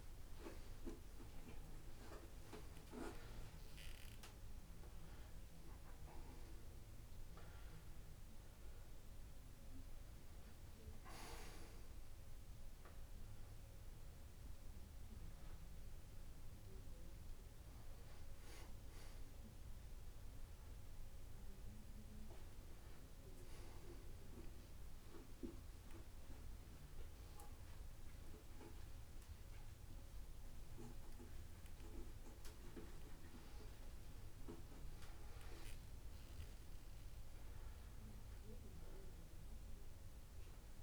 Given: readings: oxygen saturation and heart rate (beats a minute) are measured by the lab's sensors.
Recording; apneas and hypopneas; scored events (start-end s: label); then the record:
a person awake in a sleep study, by a room microphone; none
1.00-3.00 s: long interval between heartbeats (device-marked)
5.50-7.50 s: long interval between heartbeats (device-marked)
18.00-20.00 s: long interval between heartbeats (device-marked)
25.50-27.50 s: long interval between heartbeats (device-marked)
28.50-30.50 s: tachycardia (device-marked)
31.50-33.50 s: long interval between heartbeats (device-marked, heart rate 38 before, 124 extreme)
33.50-35.50 s: long interval between heartbeats (device-marked, heart rate 47 before, 89 extreme)
35.50-37.50 s: long interval between heartbeats (device-marked, heart rate 53 before, 86 extreme)
39.00-40.83 s: long interval between heartbeats (device-marked, heart rate 63 before, 81 extreme)
From the record:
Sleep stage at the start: awake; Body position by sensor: upright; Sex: male